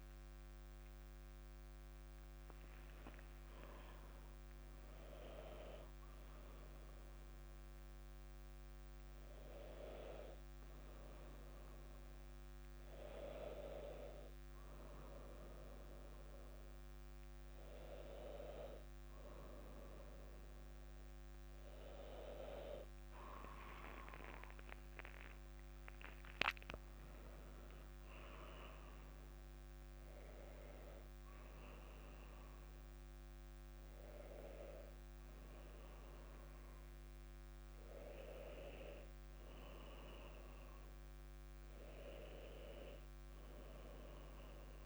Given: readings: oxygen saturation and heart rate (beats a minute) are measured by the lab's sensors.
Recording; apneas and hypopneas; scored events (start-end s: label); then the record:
a person awake in a sleep study, by a microphone on the trachea; none
40.00-44.86 s: new sleep stage, N1 (lightest sleep)
From the record:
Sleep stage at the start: awake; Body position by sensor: on the back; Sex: female